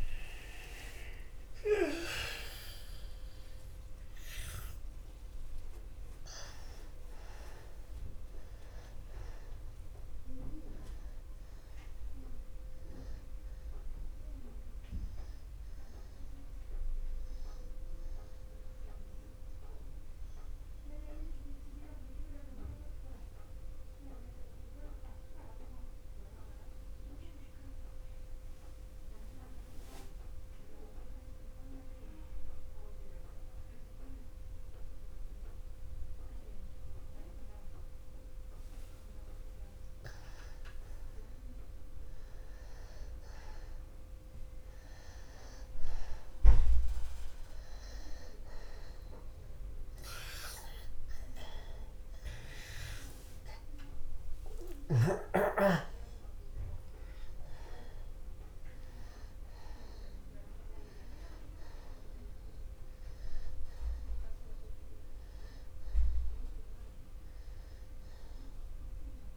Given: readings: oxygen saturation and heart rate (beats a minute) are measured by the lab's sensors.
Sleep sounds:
breathing in sleep by a room microphone; 1
0.00-1.00 s: arousal
0.00-35.50 s: oxygen desaturation (device-marked, oxygen 88% lowest, heart rate 62 extreme)
19.50-40.50 s: mixed apnea (oxygen 97% before, 83% lowest, heart rate 65 before, 63 extreme, up 1 after)
42.00-47.50 s: arousal
49.50-69.37 s: oxygen desaturation (device-marked, oxygen 97% before, 83% lowest, heart rate 64 before, 63 extreme)
From the record:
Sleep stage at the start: N2 (light sleep); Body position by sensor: on the back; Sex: male

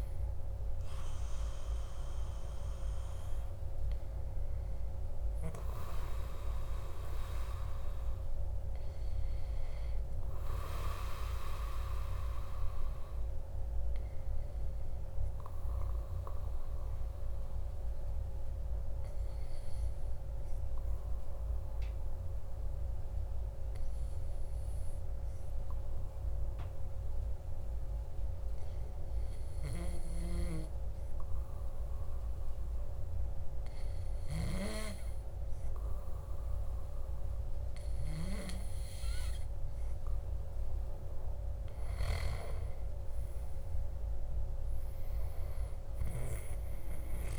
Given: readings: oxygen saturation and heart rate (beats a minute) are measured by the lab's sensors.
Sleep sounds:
breathing in sleep by a room microphone; 1
0.00-3.00 s: arousal
15.00-40.50 s: obstructive apnea (oxygen 99% before, 95% lowest, heart rate 55 before, 53 extreme, up 5 after)
43.50-47.39 s: arousal
From the record:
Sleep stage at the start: N2 (light sleep); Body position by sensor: on the back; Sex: male

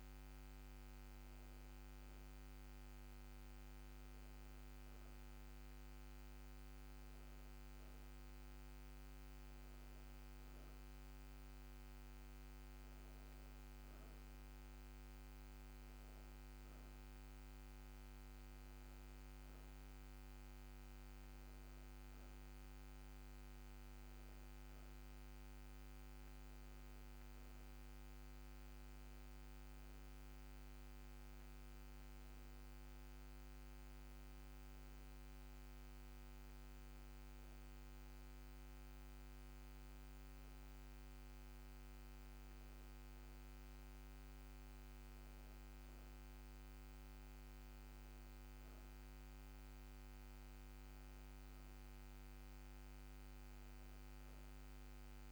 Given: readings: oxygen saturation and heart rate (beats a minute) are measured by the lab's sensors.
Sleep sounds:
breathing in sleep, hard to hear, by a microphone on the trachea; none
none scored
From the record:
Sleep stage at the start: N2 (light sleep); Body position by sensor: on the back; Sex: female

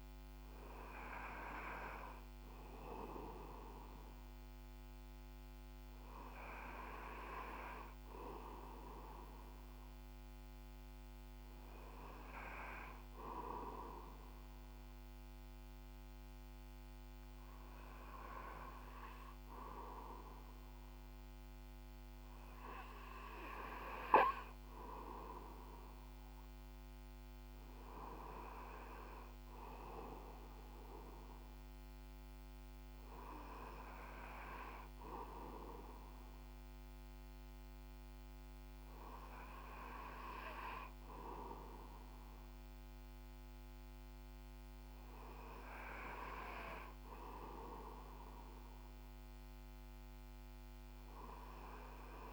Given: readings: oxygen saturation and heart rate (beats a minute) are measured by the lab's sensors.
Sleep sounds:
breathing in sleep by a microphone on the trachea; none
none scored
From the record:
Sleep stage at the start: REM sleep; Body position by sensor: on the back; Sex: male

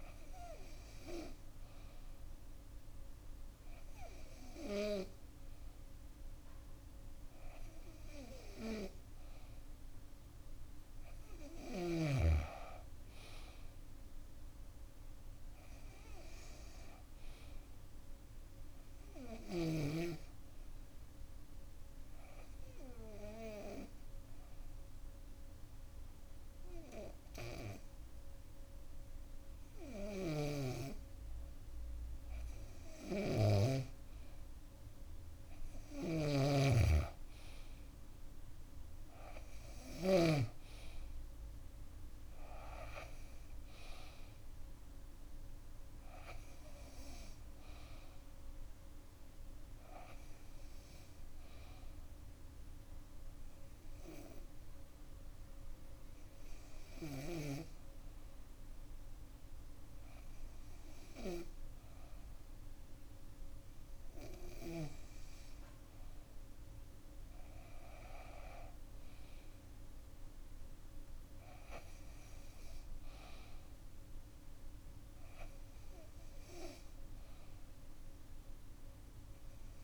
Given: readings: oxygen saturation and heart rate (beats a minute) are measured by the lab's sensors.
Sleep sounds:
a person partly awake in a sleep study, by a room microphone; 1
9.00-12.00 s: arousal
9.50-11.50 s: long interval between heartbeats (device-marked, heart rate 67 before, 90 extreme)
12.00-14.00 s: long interval between heartbeats (device-marked, heart rate 70 before, 97 extreme)
22.00-32.50 s: hypopnea (oxygen 97% before, 94% lowest, heart rate 79 before, 62 extreme, up 8 after)
29.50-40.00 s: snoring (device-marked)
40.00-79.84 s: new sleep stage, awake
From the record:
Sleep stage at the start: N2 (light sleep); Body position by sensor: on the back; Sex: female

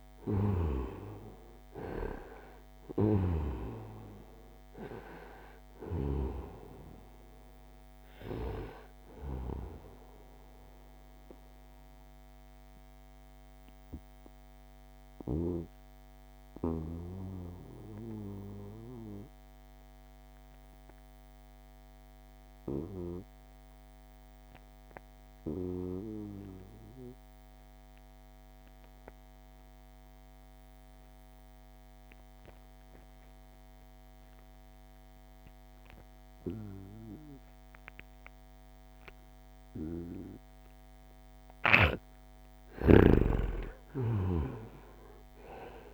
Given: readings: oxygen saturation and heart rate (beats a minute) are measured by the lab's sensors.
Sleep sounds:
breathing in sleep by a microphone on the trachea; 1
0.00-1.00 s: arousal
0.00-23.00 s: oxygen desaturation (device-marked, oxygen 88% lowest, heart rate 63 extreme)
2.00-5.50 s: snoring (device-marked)
13.50-40.50 s: obstructive apnea (oxygen 97% before, 88% lowest, heart rate 75 before, 63 extreme, up 9 after)
37.00-45.94 s: oxygen desaturation (device-marked, oxygen 97% before, 88% lowest, heart rate 67 before, 64 extreme)
42.00-45.94 s: arousal
42.00-45.94 s: snoring (device-marked)
From the record:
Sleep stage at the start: N2 (light sleep); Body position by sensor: on the right side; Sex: male

